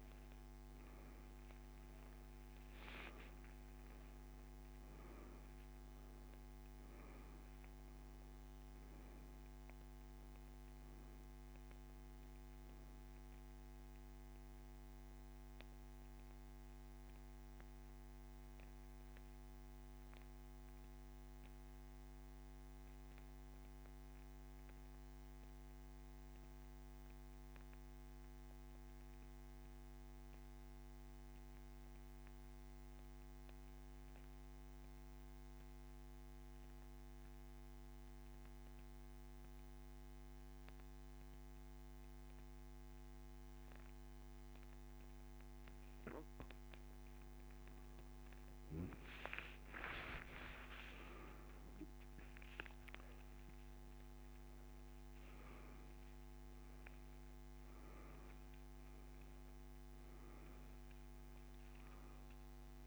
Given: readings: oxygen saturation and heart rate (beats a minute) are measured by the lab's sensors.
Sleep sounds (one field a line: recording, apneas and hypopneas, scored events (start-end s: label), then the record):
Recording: breathing in sleep, hard to hear, by a microphone on the trachea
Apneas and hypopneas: 1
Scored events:
11.00-42.00 s: oxygen desaturation (device-marked, oxygen 95% before, 89% lowest)
16.00-46.50 s: central apnea (oxygen 97% before, 89% lowest)
50.00-55.00 s: arousal
From the record:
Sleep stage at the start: N2 (light sleep)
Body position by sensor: on the back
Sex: male